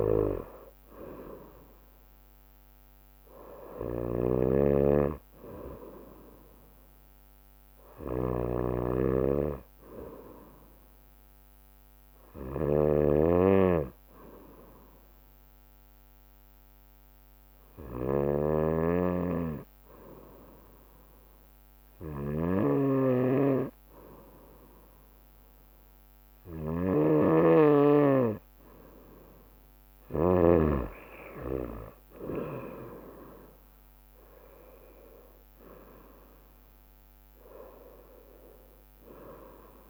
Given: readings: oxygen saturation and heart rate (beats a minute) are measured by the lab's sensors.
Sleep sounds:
breathing in sleep by a microphone on the trachea; 1
0.00-6.50 s: drop in pulse transit time (device-marked, heart rate 67 extreme)
0.00-30.50 s: snoring (device-marked)
5.00-7.00 s: long interval between heartbeats (device-marked, heart rate 72 before, 78 extreme)
7.50-10.50 s: arousal
13.00-15.00 s: long interval between heartbeats (device-marked, heart rate 75 before, 76 extreme)
14.00-28.00 s: hypopnea (oxygen 94% before, 92% lowest, heart rate 75 before, 64 extreme, up 13 after)
30.50-32.50 s: long interval between heartbeats (device-marked, heart rate 71 before, 77 extreme)
32.50-36.00 s: arousal
From the record:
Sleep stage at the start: N2 (light sleep); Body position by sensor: on the right side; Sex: female

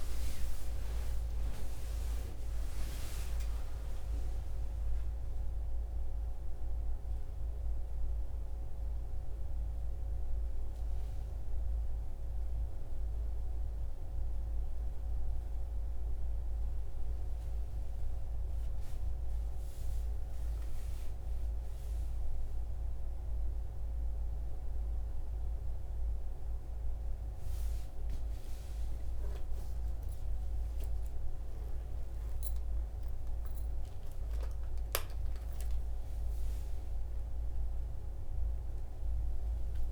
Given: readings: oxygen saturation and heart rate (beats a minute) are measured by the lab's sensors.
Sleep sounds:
a person awake in a sleep study, hard to hear, by a room microphone; none
none scored
From the record:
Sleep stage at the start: awake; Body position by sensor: on the back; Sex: male

